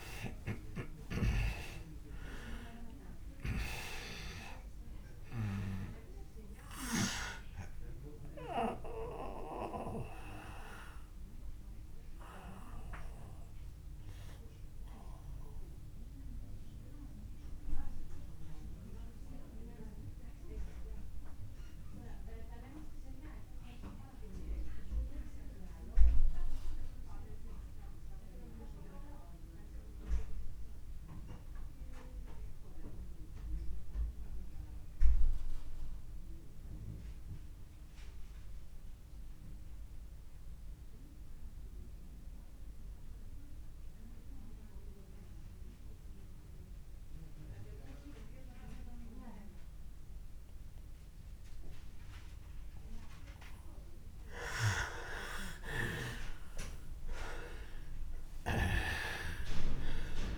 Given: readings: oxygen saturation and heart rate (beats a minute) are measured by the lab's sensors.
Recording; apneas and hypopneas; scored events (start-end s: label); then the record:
breathing in sleep by a room microphone; 1
0.00-29.00 s: oxygen desaturation (device-marked, oxygen 84% lowest)
8.00-54.00 s: obstructive apnea (oxygen 99% before, 84% lowest)
47.00-60.38 s: oxygen desaturation (device-marked, oxygen 99% before, 84% lowest)
56.00-60.38 s: arousal
From the record:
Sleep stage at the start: REM sleep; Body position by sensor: on the back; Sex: male